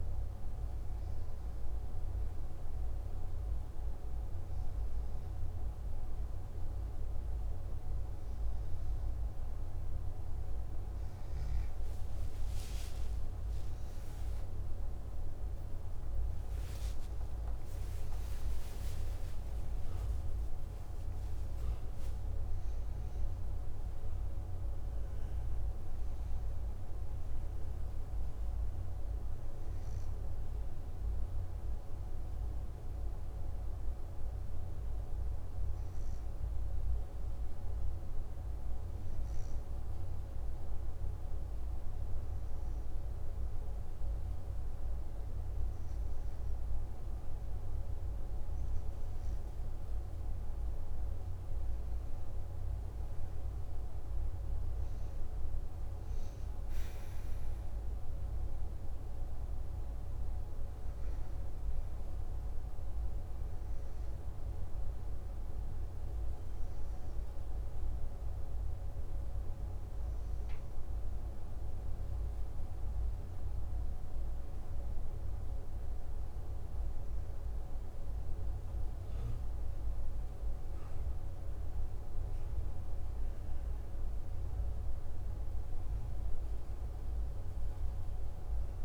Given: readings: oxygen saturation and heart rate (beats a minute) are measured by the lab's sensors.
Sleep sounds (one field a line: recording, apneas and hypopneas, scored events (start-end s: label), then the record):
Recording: breathing in sleep, hard to hear, by a room microphone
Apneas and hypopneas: 1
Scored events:
13.00-17.50 s: arousal
32.00-51.00 s: obstructive apnea (oxygen 97% before, 94% lowest, heart rate 68 before, 52 extreme, up 9 after)
52.50-57.50 s: arousal
57.00-72.00 s: oxygen desaturation (device-marked, oxygen 98% before, 94% lowest, heart rate 56 before, 49 extreme)
From the record:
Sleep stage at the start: N2 (light sleep)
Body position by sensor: on the back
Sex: male